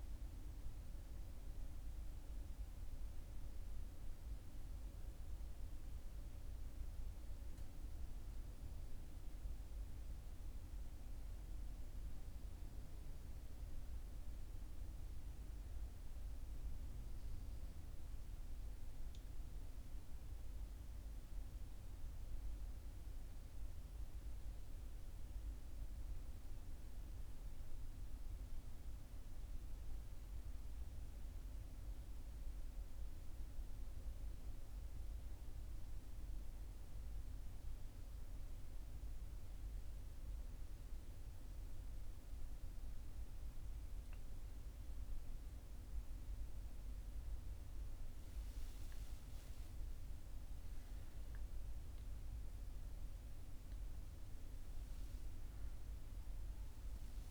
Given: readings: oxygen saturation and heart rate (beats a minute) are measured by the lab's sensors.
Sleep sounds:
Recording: breathing in sleep, hard to hear, by a room microphone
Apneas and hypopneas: 1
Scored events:
21.00-38.00 s: mixed apnea (oxygen 97% before, 92% lowest, heart rate 46 before, 45 extreme, up 1 after)
42.00-46.50 s: arousal
42.50-57.31 s: oxygen desaturation (device-marked, oxygen 98% before, 92% lowest, heart rate 45 before, 45 extreme)
From the record:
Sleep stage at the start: N1 (lightest sleep)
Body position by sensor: on the back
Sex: male

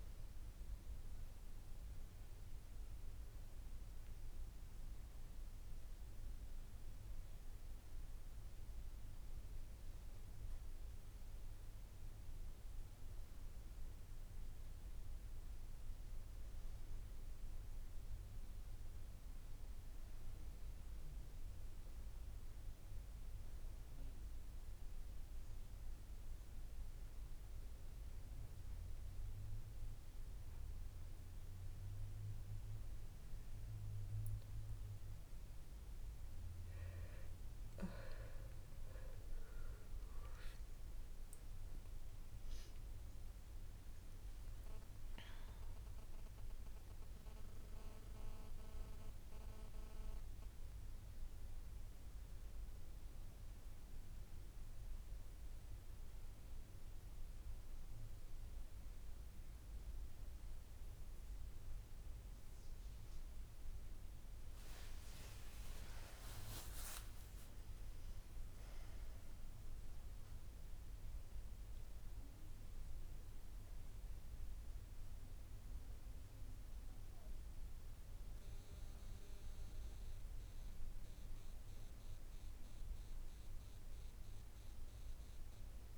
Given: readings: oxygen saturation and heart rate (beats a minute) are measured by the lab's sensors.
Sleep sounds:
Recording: a person awake in a sleep study, hard to hear, by a room microphone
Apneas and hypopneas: none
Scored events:
none scored
From the record:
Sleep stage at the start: awake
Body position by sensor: on the right side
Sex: female

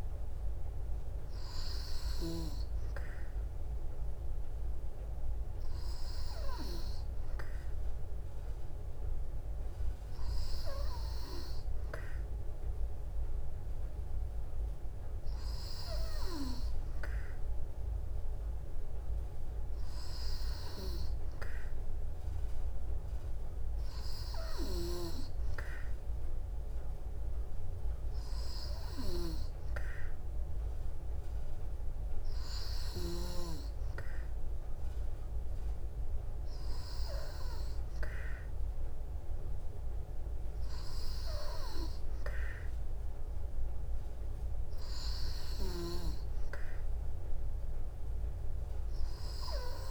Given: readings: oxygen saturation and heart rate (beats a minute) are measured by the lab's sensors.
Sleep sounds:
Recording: breathing in sleep by a room microphone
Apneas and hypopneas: none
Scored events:
none scored
From the record:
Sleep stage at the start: N2 (light sleep)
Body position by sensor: on the back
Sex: female

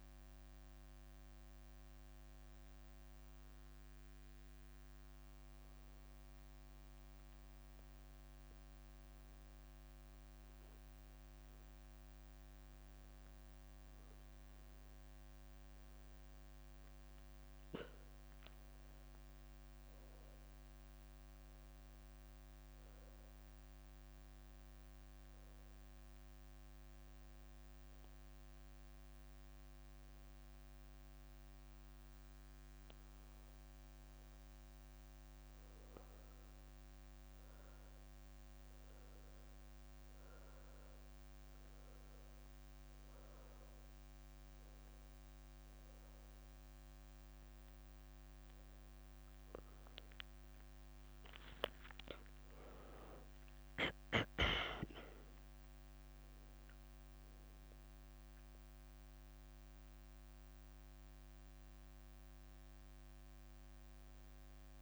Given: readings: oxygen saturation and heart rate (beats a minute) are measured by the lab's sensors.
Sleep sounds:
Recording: breathing in sleep by a microphone on the trachea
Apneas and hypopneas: 1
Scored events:
0.00-1.50 s: leg movement (device-marked)
3.00-5.00 s: leg movement (device-marked)
6.50-8.00 s: leg movement (device-marked)
9.00-14.00 s: leg movement (device-marked)
18.50-24.50 s: leg movement (device-marked)
24.00-48.50 s: obstructive apnea (oxygen 97% before, 93% lowest, heart rate 69 before, 65 extreme, up 4 after)
30.00-31.00 s: leg movement (device-marked)
32.00-37.00 s: leg movement (device-marked)
41.00-43.00 s: leg movement (device-marked)
43.00-48.00 s: leg movement (device-marked)
50.50-59.50 s: leg movement (device-marked)
51.00-55.00 s: arousal
From the record:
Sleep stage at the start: N1 (lightest sleep)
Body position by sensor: on the back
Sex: female

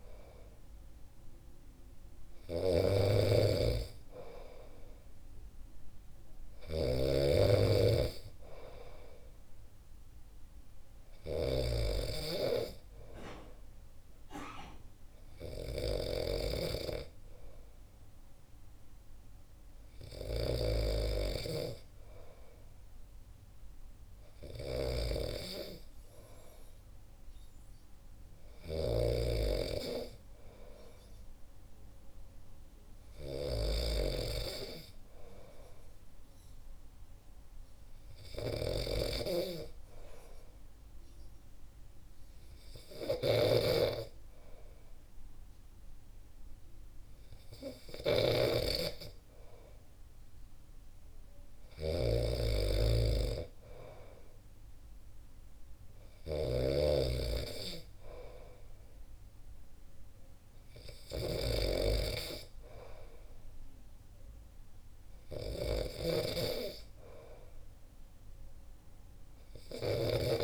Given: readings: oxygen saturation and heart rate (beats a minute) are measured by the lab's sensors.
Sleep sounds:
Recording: breathing in sleep by a room microphone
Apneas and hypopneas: none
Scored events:
0.00-21.00 s: snoring (device-marked)
29.00-57.00 s: snoring (device-marked)
66.00-70.44 s: snoring (device-marked)
From the record:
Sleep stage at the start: N2 (light sleep)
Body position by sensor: on the back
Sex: male

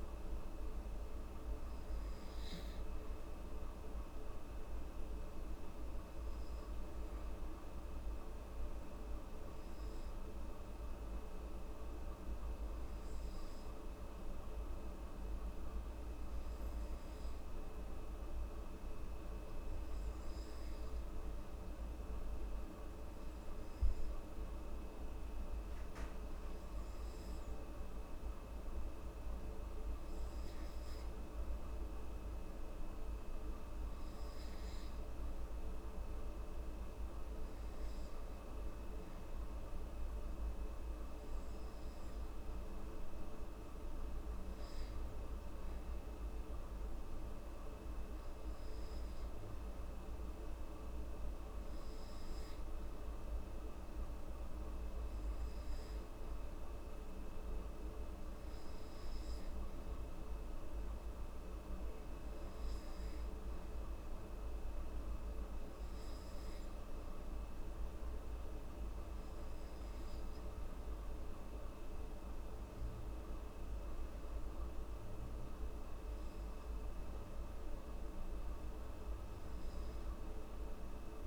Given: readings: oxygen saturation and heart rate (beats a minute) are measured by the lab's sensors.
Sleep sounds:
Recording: breathing in sleep, hard to hear, by a room microphone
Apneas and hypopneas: 1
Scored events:
6.00-9.00 s: arousal
11.00-29.00 s: hypopnea (oxygen 96% before, 94% lowest, heart rate 71 before, 67 extreme, up 0 after)
31.50-34.50 s: arousal
From the record:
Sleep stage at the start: N2 (light sleep)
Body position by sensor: on the back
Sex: female

